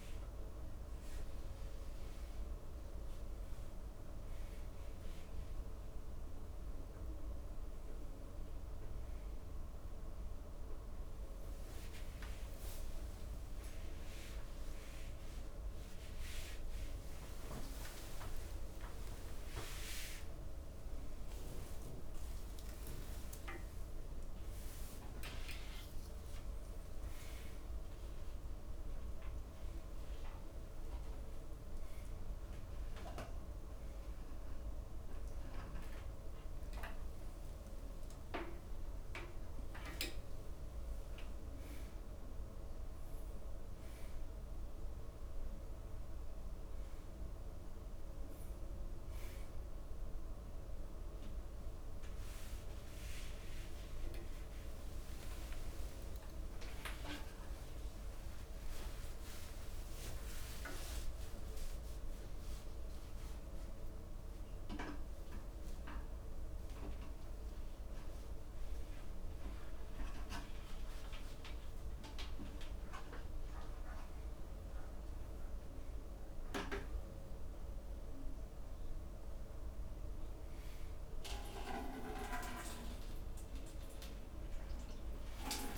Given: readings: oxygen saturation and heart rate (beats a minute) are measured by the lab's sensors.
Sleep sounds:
a person awake in a sleep study, by a room microphone; none
17.00-19.00 s: long interval between heartbeats (device-marked, heart rate 97 before, 107 extreme)
58.00-60.00 s: long interval between heartbeats (device-marked, heart rate 95 before, 111 extreme)
60.00-62.00 s: long interval between heartbeats (device-marked, heart rate 97 before, 128 extreme)
63.00-65.00 s: long interval between heartbeats (device-marked, heart rate 103 before, 128 extreme)
79.50-81.50 s: long interval between heartbeats (device-marked, heart rate 114 before, 112 extreme)
From the record:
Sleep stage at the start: awake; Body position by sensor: upright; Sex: male

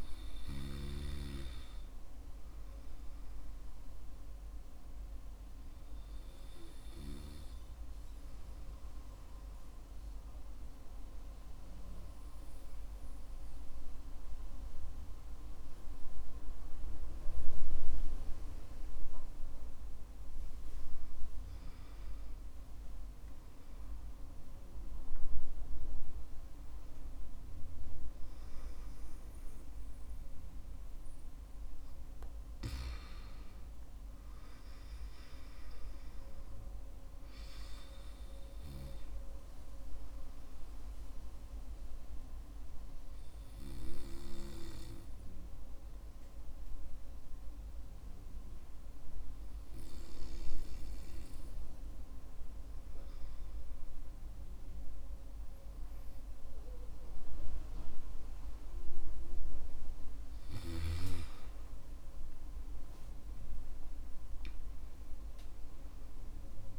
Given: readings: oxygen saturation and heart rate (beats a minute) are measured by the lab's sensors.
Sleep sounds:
breathing in sleep by a room microphone; 2
5.00-20.00 s: hypopnea (oxygen 96% before, 93% lowest, heart rate 59 before, 52 extreme, up 11 after)
24.00-27.50 s: arousal
42.50-60.00 s: hypopnea (oxygen 95% before, 93% lowest, heart rate 63 before, 50 extreme, up 27 after)
62.00-66.00 s: arousal
From the record:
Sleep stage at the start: N2 (light sleep); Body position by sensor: on the back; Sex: male

